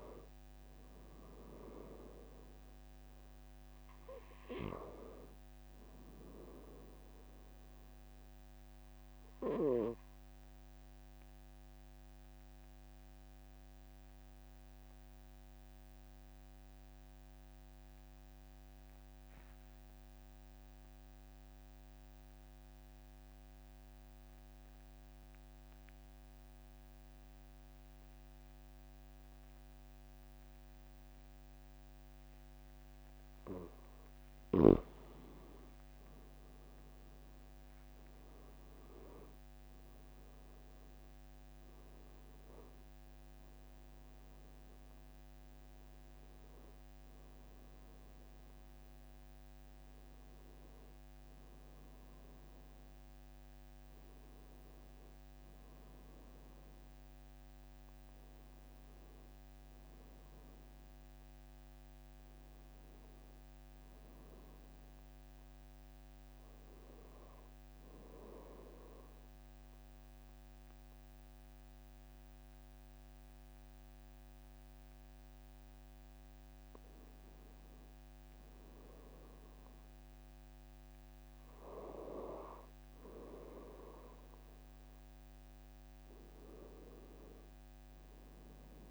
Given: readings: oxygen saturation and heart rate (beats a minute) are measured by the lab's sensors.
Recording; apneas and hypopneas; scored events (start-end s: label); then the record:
breathing in sleep by a microphone on the trachea; 2
9.00-33.50 s: obstructive apnea (oxygen 97% before, 92% lowest, heart rate 45 before, 44 extreme, up 4 after)
35.00-51.00 s: oxygen desaturation (device-marked, oxygen 96% before, 93% lowest, heart rate 45 before, 45 extreme)
35.50-39.50 s: arousal
67.00-78.00 s: obstructive apnea (oxygen 95% before, 94% lowest, heart rate 47 before, 44 extreme, up 2 after)
81.50-87.00 s: arousal
From the record:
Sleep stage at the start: REM sleep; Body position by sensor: on the back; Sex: male